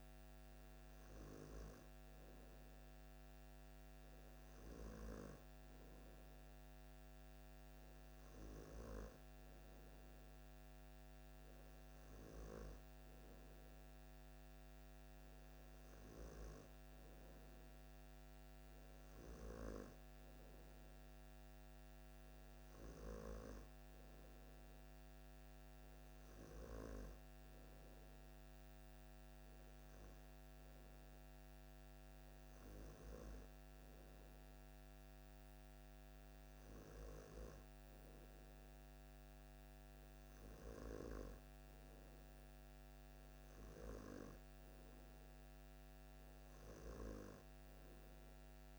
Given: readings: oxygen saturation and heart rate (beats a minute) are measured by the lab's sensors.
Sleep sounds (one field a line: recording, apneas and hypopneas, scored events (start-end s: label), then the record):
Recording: breathing in sleep by a microphone on the trachea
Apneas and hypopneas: none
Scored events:
none scored
From the record:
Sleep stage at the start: N2 (light sleep)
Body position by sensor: on the back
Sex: male